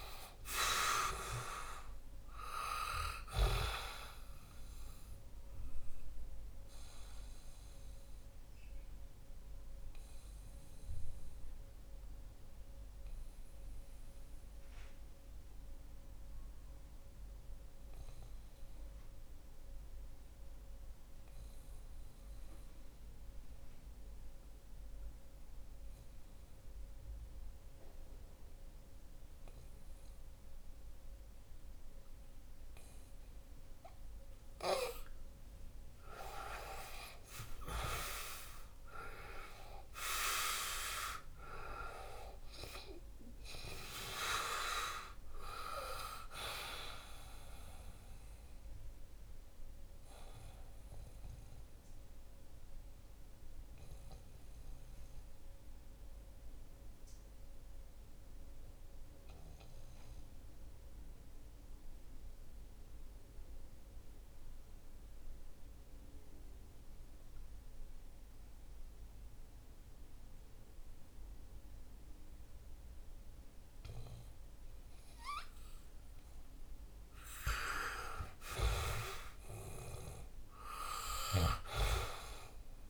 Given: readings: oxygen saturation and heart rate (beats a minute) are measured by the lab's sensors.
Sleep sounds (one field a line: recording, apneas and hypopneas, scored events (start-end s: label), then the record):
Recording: breathing in sleep by a room microphone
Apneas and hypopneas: 2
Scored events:
0.00-22.50 s: oxygen desaturation (device-marked, oxygen 88% lowest, heart rate 59 extreme)
5.50-34.00 s: obstructive apnea (oxygen 98% before, 88% lowest, heart rate 68 before, 59 extreme, up 4 after)
36.50-67.50 s: oxygen desaturation (device-marked, oxygen 98% before, 88% lowest, heart rate 67 before, 60 extreme)
37.00-41.00 s: arousal
51.00-74.50 s: obstructive apnea (oxygen 99% before, 88% lowest, heart rate 70 before, 60 extreme, up 2 after)
77.50-81.00 s: arousal
From the record:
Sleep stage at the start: N2 (light sleep)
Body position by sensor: on the back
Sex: male